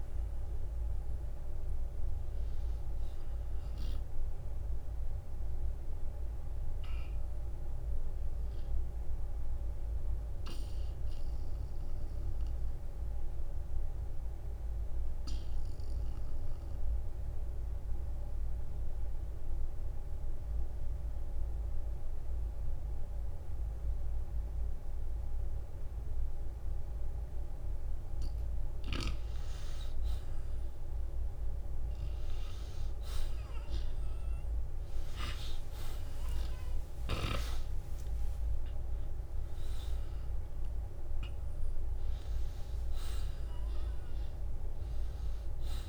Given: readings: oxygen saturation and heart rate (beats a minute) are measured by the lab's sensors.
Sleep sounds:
breathing in sleep, hard to hear, by a room microphone; 1
1.50-6.00 s: arousal
8.50-19.50 s: oxygen desaturation (device-marked, oxygen 96% before, 91% lowest, heart rate 61 before, 42 extreme)
10.00-27.50 s: obstructive apnea (oxygen 96% before, 88% lowest, heart rate 61 before, 42 extreme, up 20 after)
21.50-23.50 s: long interval between heartbeats (device-marked, heart rate 54 before, 44 extreme)
33.00-37.00 s: arousal
35.50-45.89 s: oxygen desaturation (device-marked, oxygen 96% before, 93% lowest, heart rate 51 before, 53 extreme)
From the record:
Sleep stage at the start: N2 (light sleep); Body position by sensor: on the back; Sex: male

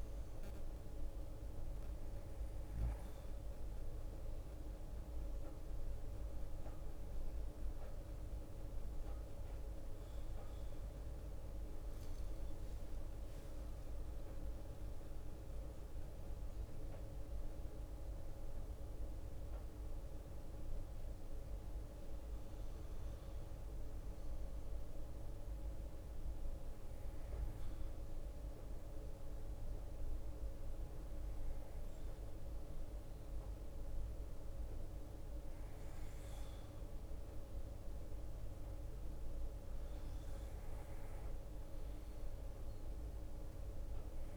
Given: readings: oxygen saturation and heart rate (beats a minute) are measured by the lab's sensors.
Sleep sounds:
breathing in sleep, hard to hear, by a room microphone; none
0.00-9.50 s: bradycardia (device-marked)
3.50-21.50 s: drop in pulse transit time (device-marked)
6.00-8.00 s: long interval between heartbeats (device-marked, heart rate 34 before, 28 extreme)
17.50-44.37 s: bradycardia (device-marked)
From the record:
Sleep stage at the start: N2 (light sleep); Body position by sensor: on the back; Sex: male

